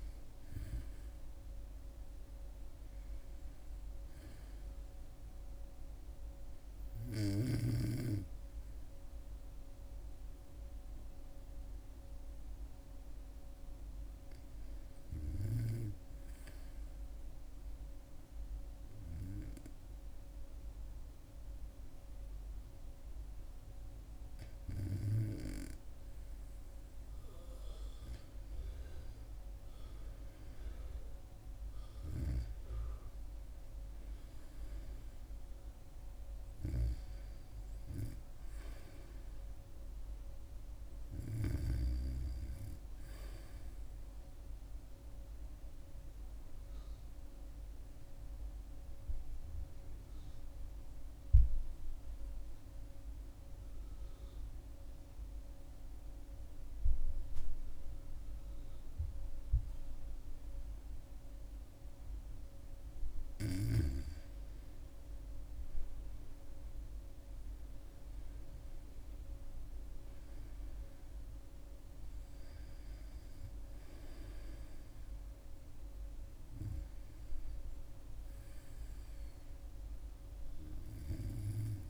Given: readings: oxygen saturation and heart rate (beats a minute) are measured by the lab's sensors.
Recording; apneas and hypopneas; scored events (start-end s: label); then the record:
breathing in sleep by a room microphone; 2
11.50-26.00 s: hypopnea (oxygen 100% before, 94% lowest, heart rate 72 before, 70 extreme, up 2 after)
26.50-44.50 s: oxygen desaturation (device-marked, oxygen 98% before, 94% lowest, heart rate 72 before, 66 extreme)
30.00-33.50 s: arousal
46.50-63.00 s: obstructive apnea (oxygen 98% before, 95% lowest, heart rate 72 before, 66 extreme, up 8 after)
65.00-68.00 s: arousal
From the record:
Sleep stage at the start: REM sleep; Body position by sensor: on the back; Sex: female